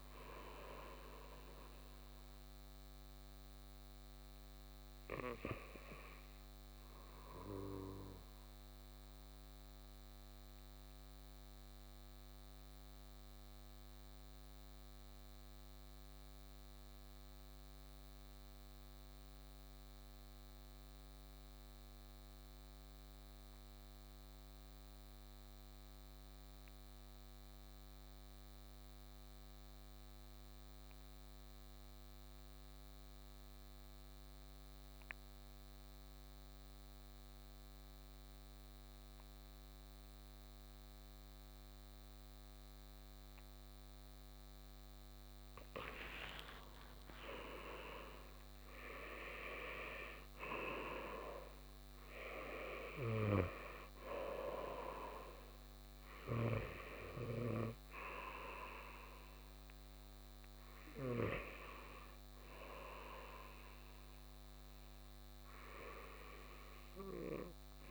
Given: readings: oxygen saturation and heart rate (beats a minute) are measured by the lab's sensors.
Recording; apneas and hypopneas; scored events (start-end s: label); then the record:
breathing in sleep by a microphone on the trachea; 1
8.50-44.00 s: obstructive apnea (oxygen 96% before, 89% lowest, heart rate 61 before, 54 extreme, up 8 after)
45.50-61.50 s: oxygen desaturation (device-marked, oxygen 96% before, 89% lowest, heart rate 56 before, 58 extreme)
46.00-50.50 s: arousal
From the record:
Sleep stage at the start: REM sleep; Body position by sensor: on the right side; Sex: male